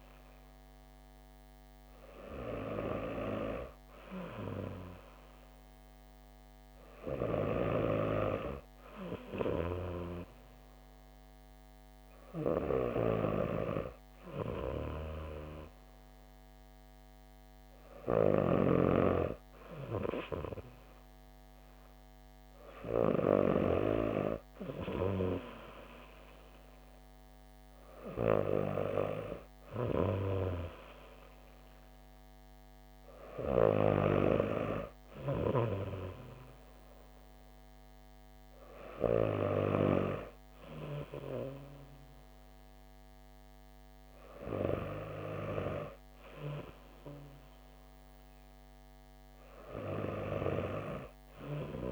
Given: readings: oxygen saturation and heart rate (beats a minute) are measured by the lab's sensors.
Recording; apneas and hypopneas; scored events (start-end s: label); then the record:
breathing in sleep by a microphone on the trachea; none
none scored
From the record:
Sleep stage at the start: N2 (light sleep); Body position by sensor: on the back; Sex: female